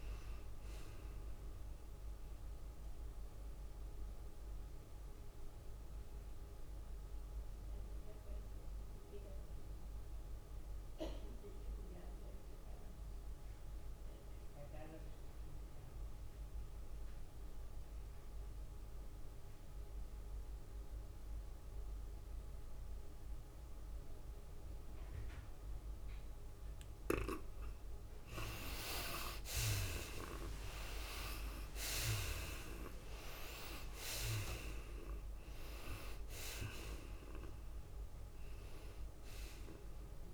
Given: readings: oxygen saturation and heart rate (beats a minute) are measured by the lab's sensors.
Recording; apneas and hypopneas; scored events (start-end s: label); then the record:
breathing in sleep by a room microphone; 1
0.00-6.00 s: tachycardia (device-marked, heart rate 106 extreme)
0.00-8.00 s: drop in pulse transit time (device-marked, heart rate 94 extreme)
0.00-12.00 s: oxygen desaturation (device-marked, oxygen 68% lowest, heart rate 80 extreme)
4.50-27.00 s: obstructive apnea (oxygen 95% before, 68% lowest, heart rate 94 before, 85 extreme, up 7 after)
22.00-40.34 s: oxygen desaturation (device-marked, oxygen 98% before, 73% lowest, heart rate 99 before, 85 extreme)
30.00-33.50 s: arousal
30.50-32.50 s: long interval between heartbeats (device-marked, heart rate 92 before, 85 extreme)
33.00-40.34 s: drop in pulse transit time (device-marked, heart rate 91 before, 90 extreme)
35.00-40.34 s: tachycardia (device-marked, heart rate 95 before, 106 extreme)
From the record:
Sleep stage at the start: N2 (light sleep); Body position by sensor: on the right side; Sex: female